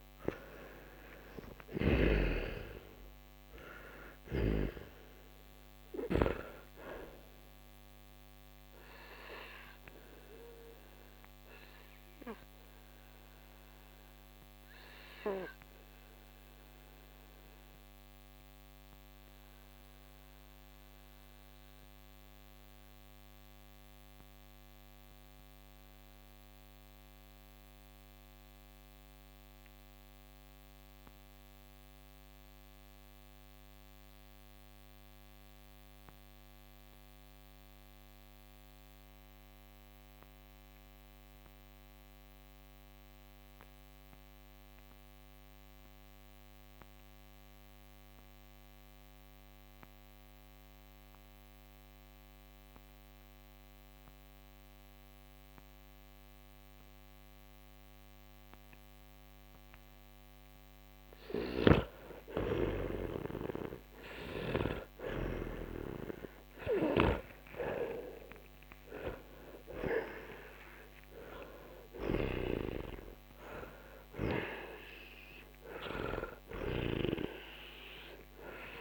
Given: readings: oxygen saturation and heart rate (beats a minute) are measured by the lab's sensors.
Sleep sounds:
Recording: breathing in sleep by a microphone on the trachea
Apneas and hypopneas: 1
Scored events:
0.00-38.00 s: oxygen desaturation (device-marked, oxygen 83% lowest, heart rate 48 extreme)
9.50-61.00 s: mixed apnea (oxygen 96% before, 83% lowest, heart rate 69 before, 48 extreme, up 22 after)
55.00-78.81 s: oxygen desaturation (device-marked, oxygen 99% before, 84% lowest, heart rate 54 before, 43 extreme)
61.00-65.50 s: snoring (device-marked)
62.50-67.50 s: arousal
72.00-77.00 s: snoring (device-marked)
From the record:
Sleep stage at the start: N2 (light sleep)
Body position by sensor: on the back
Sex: male

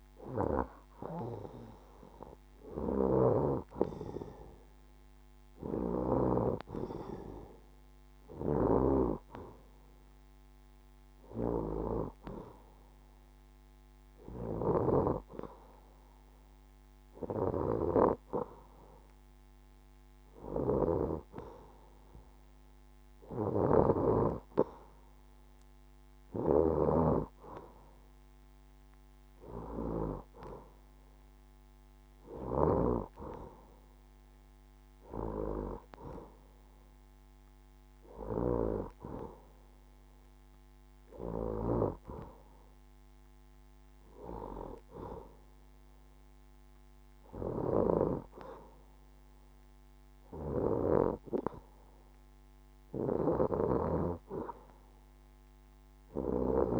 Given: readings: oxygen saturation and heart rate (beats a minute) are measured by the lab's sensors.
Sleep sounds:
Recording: breathing in sleep by a microphone on the trachea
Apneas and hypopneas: none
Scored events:
none scored
From the record:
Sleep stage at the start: N2 (light sleep)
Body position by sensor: on the left side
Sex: female

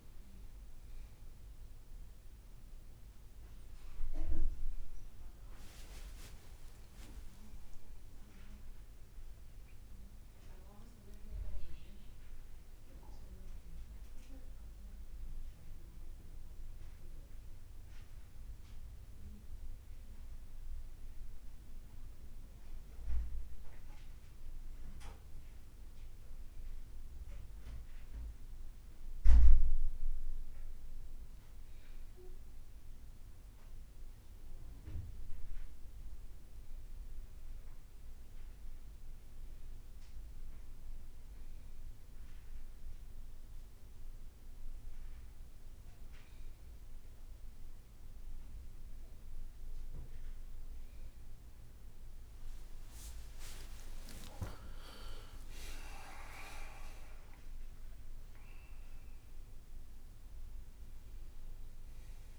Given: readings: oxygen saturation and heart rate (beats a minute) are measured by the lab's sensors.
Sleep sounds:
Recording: a person partly awake in a sleep study, by a room microphone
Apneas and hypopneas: 1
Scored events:
0.00-14.50 s: oxygen desaturation (device-marked, oxygen 93% lowest, heart rate 55 extreme)
5.00-7.00 s: long interval between heartbeats (device-marked, heart rate 115 before, 74 extreme)
5.00-8.50 s: leg movement (device-marked)
8.50-62.38 s: new sleep stage, N1 (lightest sleep)
15.50-30.00 s: hypopnea (oxygen 97% before, 92% lowest, heart rate 82 before, 55 extreme, up 1 after)
29.50-59.50 s: oxygen desaturation (device-marked, oxygen 99% before, 92% lowest, heart rate 63 before, 56 extreme)
44.00-46.00 s: long interval between heartbeats (device-marked, heart rate 56 before, 60 extreme)
52.00-59.50 s: leg movement (device-marked)
53.00-58.00 s: arousal
53.50-55.50 s: long interval between heartbeats (device-marked, heart rate 57 before, 68 extreme)
From the record:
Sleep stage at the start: awake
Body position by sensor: on the back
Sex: male

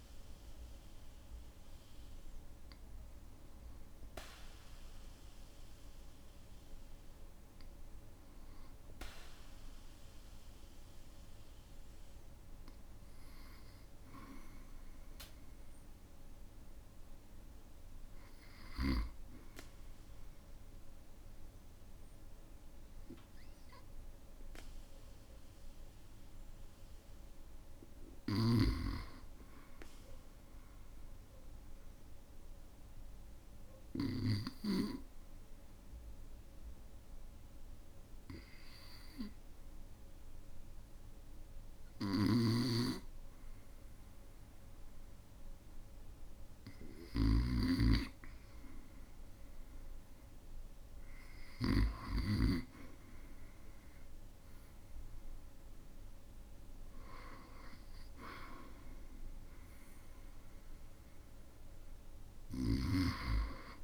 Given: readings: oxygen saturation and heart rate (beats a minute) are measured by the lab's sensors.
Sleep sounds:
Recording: breathing in sleep by a room microphone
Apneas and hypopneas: 1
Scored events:
33.50-48.50 s: obstructive apnea (oxygen 97% before, 89% lowest, heart rate 58 before, 57 extreme, up 4 after)
42.50-52.50 s: snoring (device-marked)
52.00-56.00 s: arousal
59.00-63.84 s: oxygen desaturation (device-marked, oxygen 96% before, 89% lowest, heart rate 59 before, 57 extreme)
From the record:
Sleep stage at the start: REM sleep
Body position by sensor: on the back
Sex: male

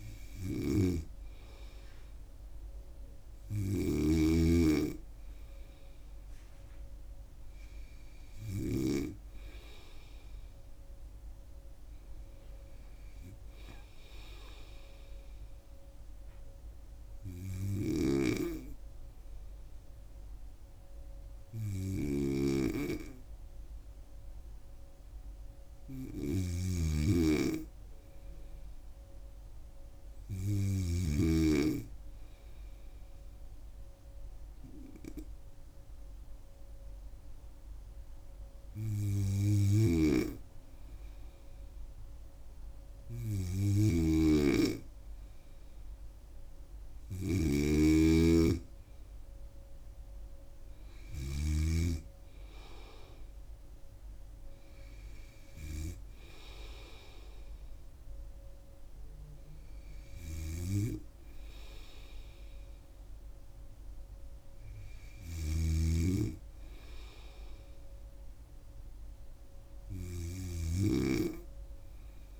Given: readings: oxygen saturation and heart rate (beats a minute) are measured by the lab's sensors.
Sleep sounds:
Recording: breathing in sleep by a room microphone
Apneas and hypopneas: 1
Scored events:
0.00-9.00 s: snoring (device-marked)
18.00-31.50 s: snoring (device-marked)
29.50-44.00 s: hypopnea (oxygen 98% before, 95% lowest, heart rate 76 before, 74 extreme, up 5 after)
39.50-51.50 s: snoring (device-marked)
46.50-51.00 s: arousal
65.50-72.40 s: snoring (device-marked)
From the record:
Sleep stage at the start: N2 (light sleep)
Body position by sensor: on the right side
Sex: female

